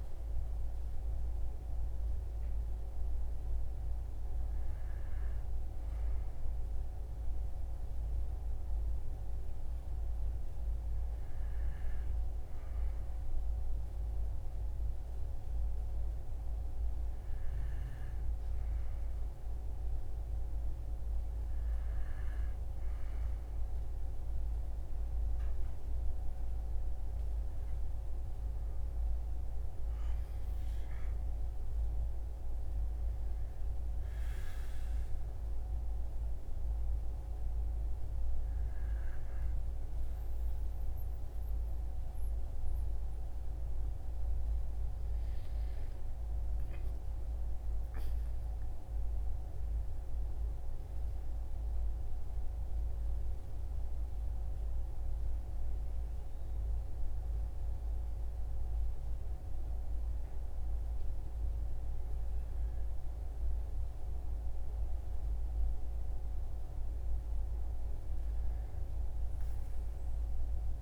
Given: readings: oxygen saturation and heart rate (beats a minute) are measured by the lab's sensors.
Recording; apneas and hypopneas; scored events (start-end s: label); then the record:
breathing in sleep, hard to hear, by a room microphone; 1
0.00-1.50 s: arousal
9.50-25.50 s: hypopnea (oxygen 97% before, 94% lowest, heart rate 61 before, 58 extreme, up 9 after)
29.00-33.00 s: arousal
From the record:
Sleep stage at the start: N2 (light sleep); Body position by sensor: on the right side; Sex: male